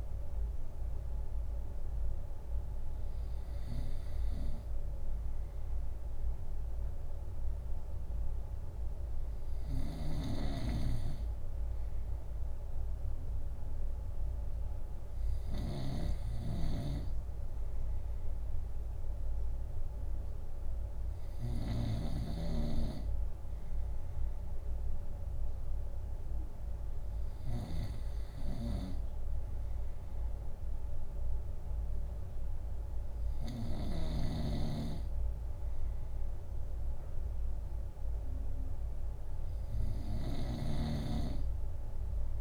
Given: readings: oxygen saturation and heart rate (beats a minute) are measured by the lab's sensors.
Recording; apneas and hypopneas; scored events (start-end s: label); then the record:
breathing in sleep by a room microphone; none
3.50-34.00 s: snoring (device-marked)
40.00-42.41 s: snoring (device-marked)
From the record:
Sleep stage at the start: N2 (light sleep); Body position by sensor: on the right side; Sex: male